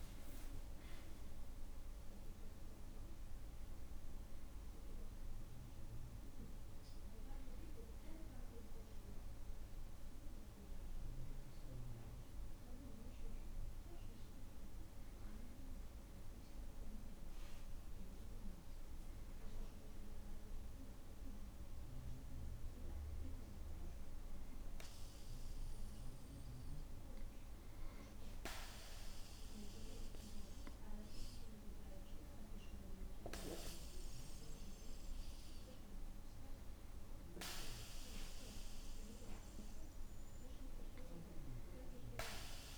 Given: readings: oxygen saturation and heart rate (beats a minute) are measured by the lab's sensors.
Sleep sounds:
breathing in sleep by a room microphone; none
23.00-25.00 s: long interval between heartbeats (device-marked, heart rate 58 before, 60 extreme)
From the record:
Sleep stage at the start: N2 (light sleep); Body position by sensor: on the back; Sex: male

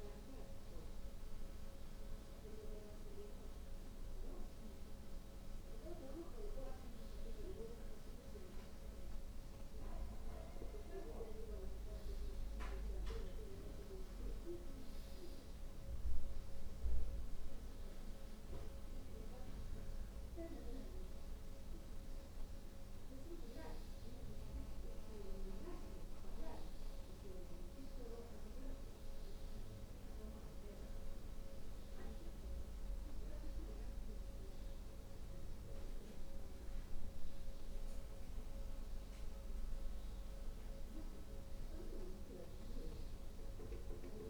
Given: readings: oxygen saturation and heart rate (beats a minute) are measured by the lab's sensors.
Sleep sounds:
breathing in sleep by a room microphone; none
none scored
From the record:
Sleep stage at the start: N1 (lightest sleep); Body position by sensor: on the back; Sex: female

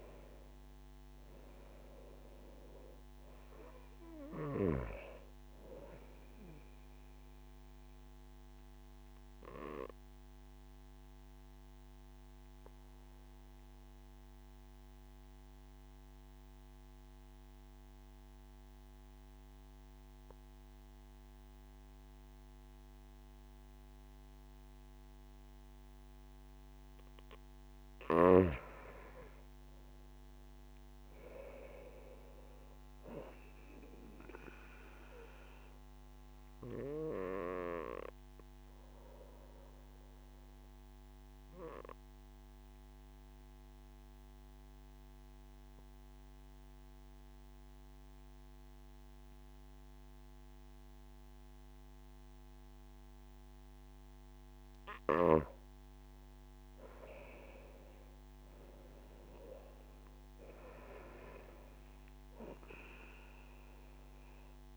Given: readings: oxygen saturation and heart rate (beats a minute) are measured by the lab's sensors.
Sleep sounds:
breathing in sleep by a microphone on the trachea; 2
8.00-26.50 s: obstructive apnea (oxygen 97% before, 94% lowest)
28.50-31.50 s: arousal
42.00-55.00 s: obstructive apnea (oxygen 98% before, 92% lowest)
57.00-60.00 s: arousal
From the record:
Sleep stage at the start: N2 (light sleep); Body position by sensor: on the back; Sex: male

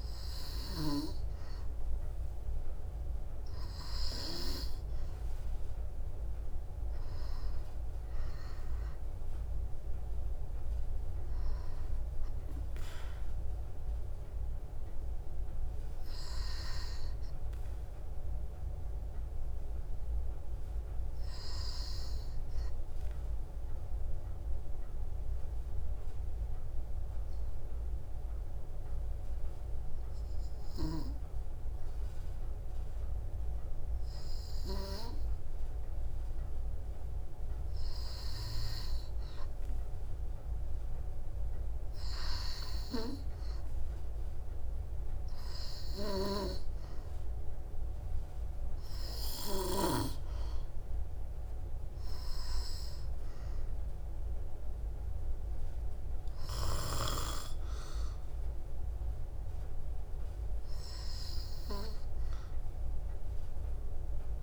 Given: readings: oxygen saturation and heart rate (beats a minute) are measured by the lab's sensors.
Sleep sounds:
breathing in sleep by a room microphone; 1
3.50-8.00 s: arousal
17.50-36.00 s: obstructive apnea (oxygen 96% before, 93% lowest, heart rate 57 before, 55 extreme, up 1 after)
38.00-41.00 s: arousal
From the record:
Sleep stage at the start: N2 (light sleep); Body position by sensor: on the back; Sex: female

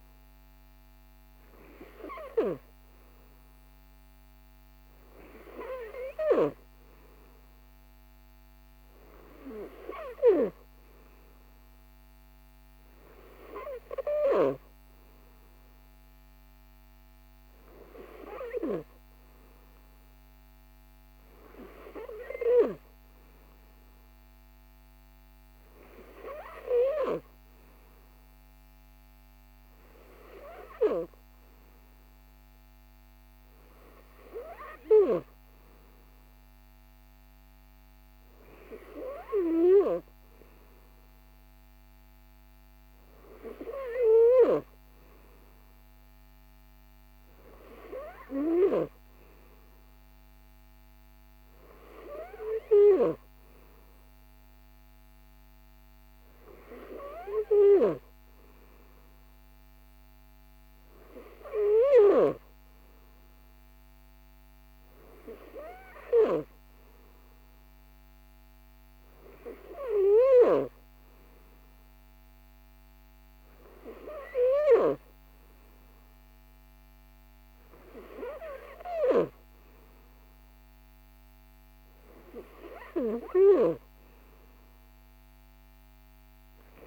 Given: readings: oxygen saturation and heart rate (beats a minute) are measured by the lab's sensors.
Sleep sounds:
breathing in sleep by a microphone on the trachea; none
none scored
From the record:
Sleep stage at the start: N3 (deep sleep); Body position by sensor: on the right side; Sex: male

